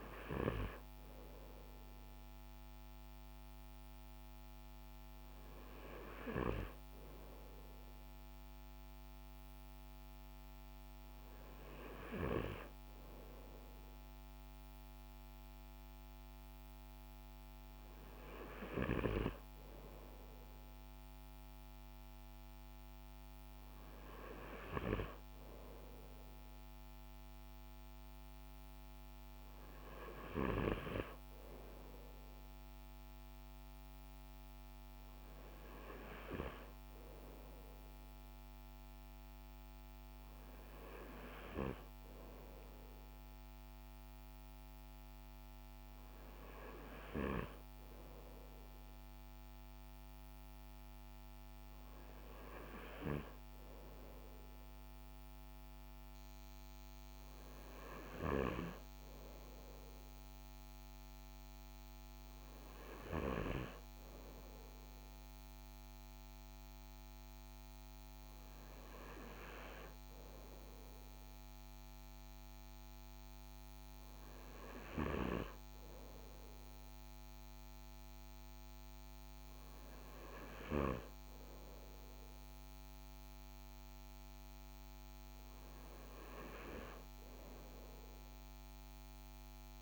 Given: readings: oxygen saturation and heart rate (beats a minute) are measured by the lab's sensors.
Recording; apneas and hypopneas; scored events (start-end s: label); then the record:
breathing in sleep by a microphone on the trachea; none
none scored
From the record:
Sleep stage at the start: N2 (light sleep); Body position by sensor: on the front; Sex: male